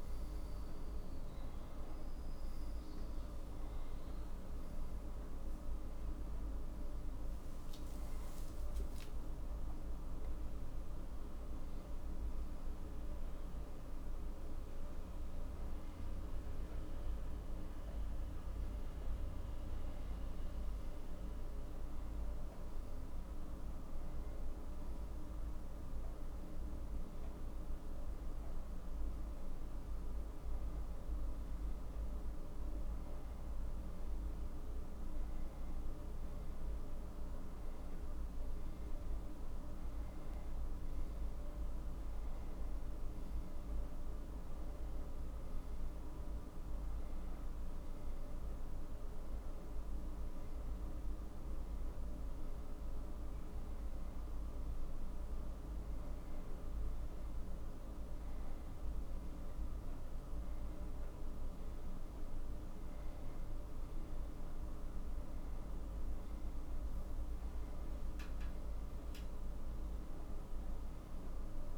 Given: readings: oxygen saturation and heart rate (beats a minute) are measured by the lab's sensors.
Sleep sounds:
breathing in sleep, hard to hear, by a room microphone; none
0.00-24.50 s: oxygen desaturation (device-marked, oxygen 88% lowest, heart rate 57 extreme)
From the record:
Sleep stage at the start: N2 (light sleep); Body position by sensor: on the back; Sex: male

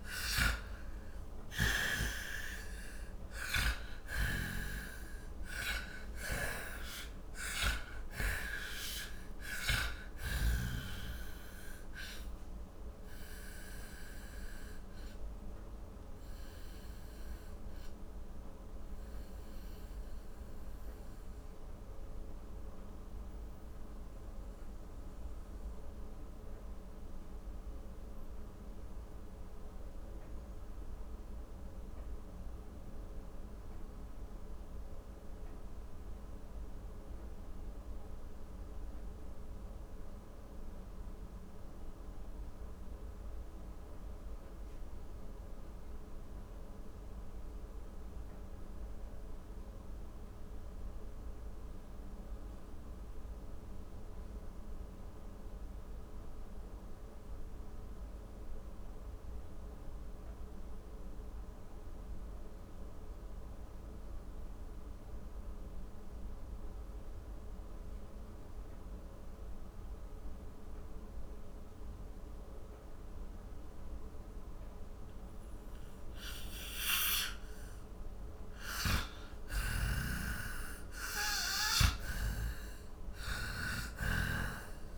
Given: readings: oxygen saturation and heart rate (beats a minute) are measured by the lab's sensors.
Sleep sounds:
breathing in sleep by a room microphone; 1
0.00-1.00 s: arousal
0.00-2.00 s: snoring (device-marked)
0.00-45.00 s: oxygen desaturation (device-marked, oxygen 79% lowest, heart rate 38 extreme)
4.00-8.50 s: snoring (device-marked)
12.50-78.50 s: mixed apnea (oxygen 96% before, 79% lowest, heart rate 63 before, 38 extreme, up 21 after)
66.00-84.98 s: oxygen desaturation (device-marked, oxygen 99% before, 81% lowest, heart rate 46 before, 36 extreme)
79.50-83.50 s: arousal
79.50-84.98 s: snoring (device-marked)
From the record:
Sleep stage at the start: N2 (light sleep); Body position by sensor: on the back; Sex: male

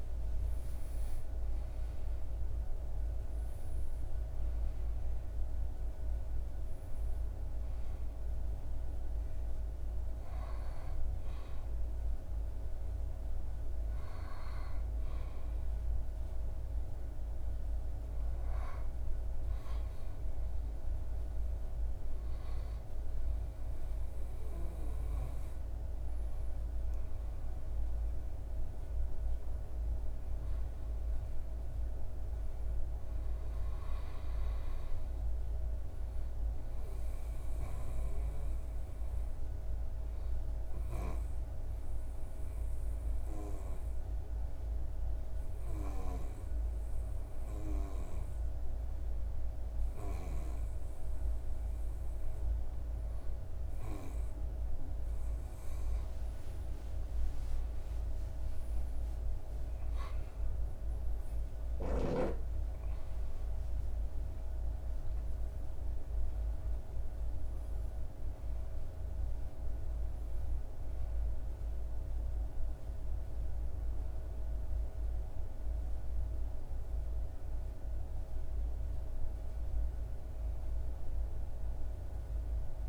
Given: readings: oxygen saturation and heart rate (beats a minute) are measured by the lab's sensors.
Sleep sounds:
a person partly awake in a sleep study, hard to hear, by a room microphone; none
0.00-4.50 s: oxygen desaturation (device-marked, oxygen 72% lowest, heart rate 82 extreme)
7.50-67.50 s: new sleep stage, N1 (lightest sleep)
67.50-82.89 s: new sleep stage, N2 (light sleep)
From the record:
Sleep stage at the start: awake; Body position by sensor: on the back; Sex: male

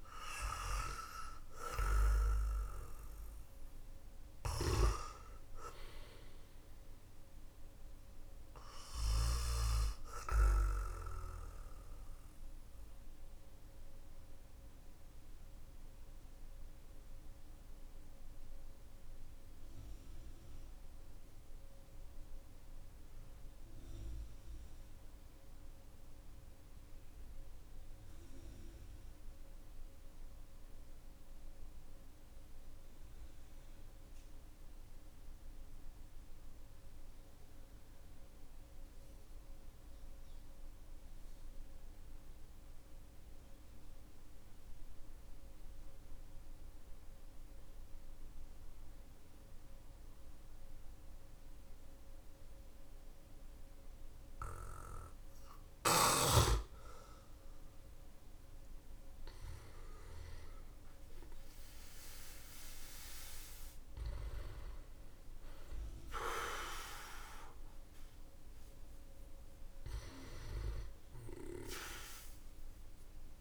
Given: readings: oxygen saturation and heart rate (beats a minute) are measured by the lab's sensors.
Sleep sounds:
breathing in sleep by a room microphone; 1
3.50-9.00 s: snoring (device-marked)
10.50-57.50 s: obstructive apnea (oxygen 98% before, 92% lowest, heart rate 53 before, 44 extreme, up 3 after)
18.00-36.00 s: oxygen desaturation (device-marked, oxygen 95% before, 92% lowest, heart rate 51 before, 44 extreme)
59.50-65.50 s: arousal
66.00-73.41 s: oxygen desaturation (device-marked, oxygen 97% before, 94% lowest, heart rate 53 before, 45 extreme)
From the record:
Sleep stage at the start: N2 (light sleep); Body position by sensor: on the back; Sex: male

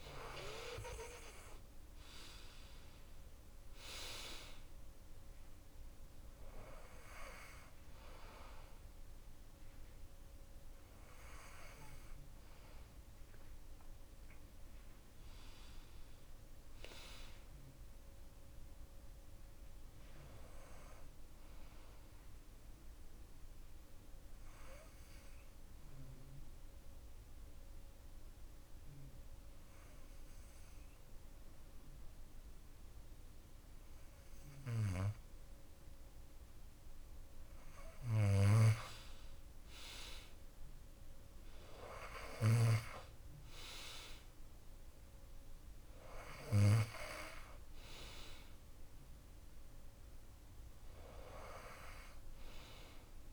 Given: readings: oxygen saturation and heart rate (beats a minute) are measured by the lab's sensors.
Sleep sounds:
breathing in sleep by a room microphone; 1
4.50-22.50 s: oxygen desaturation (device-marked, oxygen 95% before, 90% lowest)
23.00-37.50 s: obstructive apnea (oxygen 96% before, 91% lowest)
39.50-43.50 s: arousal
43.50-53.33 s: oxygen desaturation (device-marked, oxygen 96% before, 91% lowest)
From the record:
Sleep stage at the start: N2 (light sleep); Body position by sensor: on the back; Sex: male

